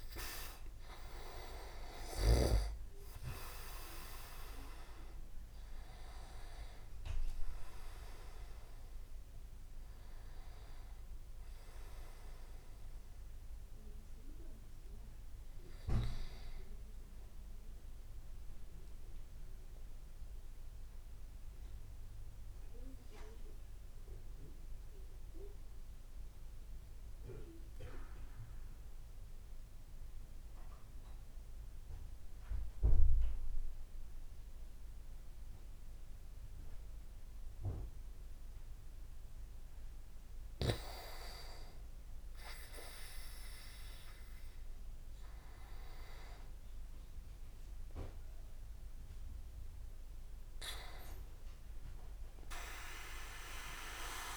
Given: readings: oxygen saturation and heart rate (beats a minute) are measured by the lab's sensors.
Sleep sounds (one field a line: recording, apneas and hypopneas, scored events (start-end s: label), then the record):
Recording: breathing in sleep by a room microphone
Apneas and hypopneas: 1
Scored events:
0.00-1.50 s: arousal
0.00-2.50 s: snoring (device-marked)
0.00-15.50 s: oxygen desaturation (device-marked, oxygen 93% lowest)
17.50-40.00 s: mixed apnea (oxygen 97% before, 95% lowest)
42.00-46.00 s: arousal
From the record:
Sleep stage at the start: N2 (light sleep)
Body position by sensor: on the back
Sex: male